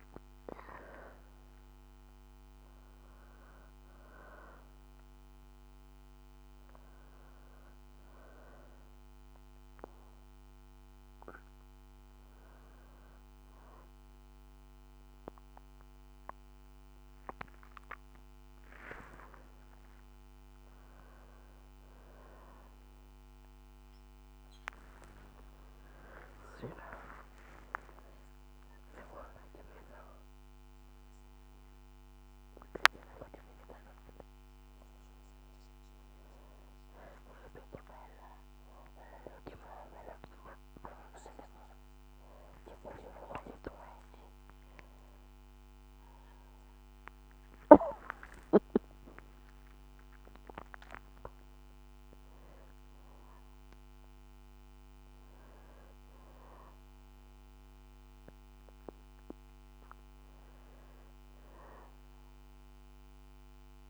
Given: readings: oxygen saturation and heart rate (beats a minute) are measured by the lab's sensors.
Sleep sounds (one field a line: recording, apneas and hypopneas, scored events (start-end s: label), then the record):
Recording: a person awake in a sleep study, by a microphone on the trachea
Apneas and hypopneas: none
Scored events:
0.00-3.50 s: oxygen desaturation (device-marked, oxygen 92% lowest, heart rate 60 extreme)
From the record:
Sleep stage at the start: awake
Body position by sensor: on the back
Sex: female